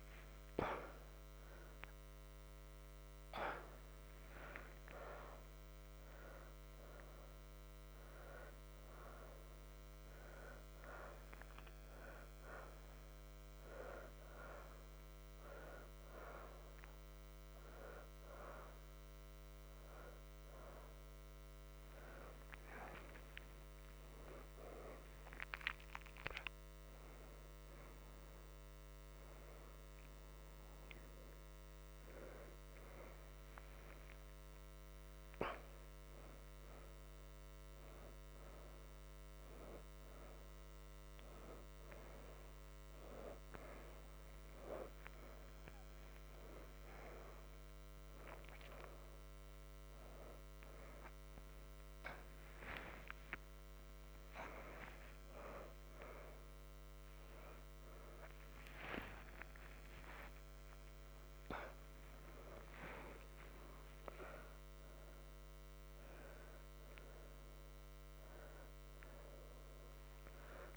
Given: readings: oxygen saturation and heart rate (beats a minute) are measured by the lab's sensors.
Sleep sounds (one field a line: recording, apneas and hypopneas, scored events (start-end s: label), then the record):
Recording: a person awake in a sleep study, by a microphone on the trachea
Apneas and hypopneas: none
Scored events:
16.00-26.00 s: oxygen desaturation (device-marked, oxygen 89% before, 83% lowest, heart rate 40 before, 86 extreme)
35.00-49.00 s: oxygen desaturation (device-marked, oxygen 85% before, 80% lowest, heart rate 99 before, 87 extreme)
From the record:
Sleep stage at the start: awake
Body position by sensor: on the left side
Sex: female